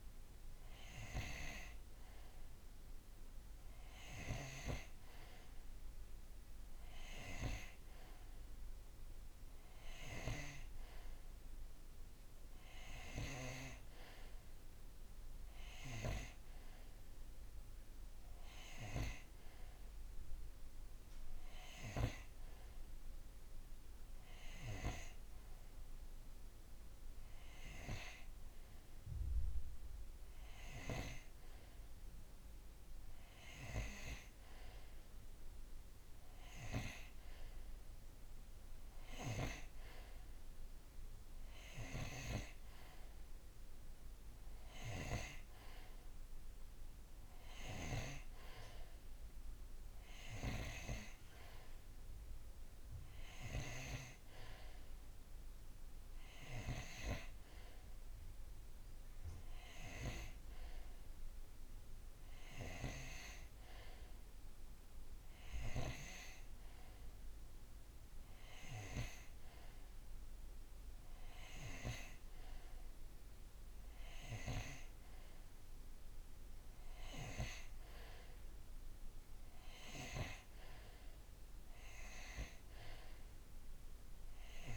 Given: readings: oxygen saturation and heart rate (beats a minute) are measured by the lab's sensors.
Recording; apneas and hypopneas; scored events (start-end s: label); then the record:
breathing in sleep by a room microphone; none
none scored
From the record:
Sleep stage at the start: N2 (light sleep); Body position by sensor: on the right side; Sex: male